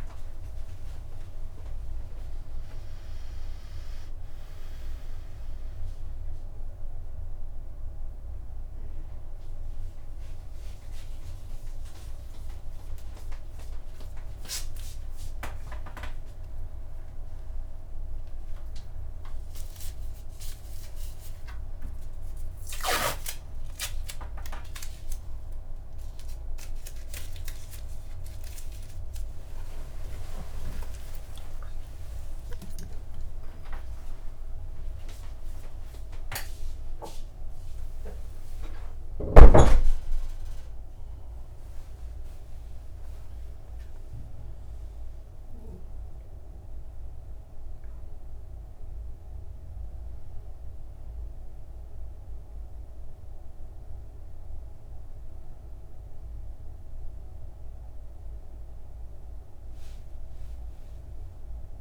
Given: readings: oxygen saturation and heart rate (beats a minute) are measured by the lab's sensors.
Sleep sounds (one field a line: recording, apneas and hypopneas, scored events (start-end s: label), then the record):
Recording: a person awake in a sleep study, by a room microphone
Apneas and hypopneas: none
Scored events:
none scored
From the record:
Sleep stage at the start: awake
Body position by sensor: on the back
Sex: male